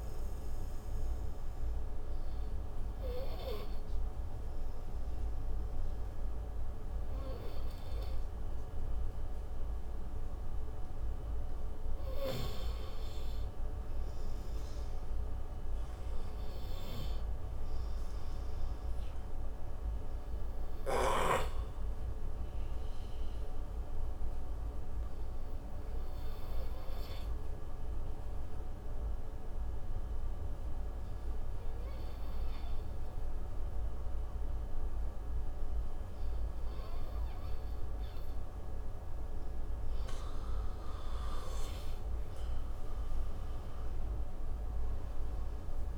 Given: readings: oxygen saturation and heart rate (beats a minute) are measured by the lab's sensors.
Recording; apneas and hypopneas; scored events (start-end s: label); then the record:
breathing in sleep, hard to hear, by a room microphone; 2
0.50-11.50 s: obstructive apnea (oxygen 97% before, 91% lowest, heart rate 65 before, 56 extreme, up 23 after)
11.50-19.50 s: oxygen desaturation (device-marked, oxygen 96% before, 92% lowest, heart rate 65 before, 56 extreme)
14.00-17.00 s: arousal
24.00-39.50 s: obstructive apnea (oxygen 97% before, 91% lowest, heart rate 70 before, 55 extreme, up 37 after)
33.50-39.50 s: oxygen desaturation (device-marked, oxygen 95% before, 91% lowest, heart rate 70 before, 55 extreme)
41.00-45.00 s: arousal
From the record:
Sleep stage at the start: N2 (light sleep); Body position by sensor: on the right side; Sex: male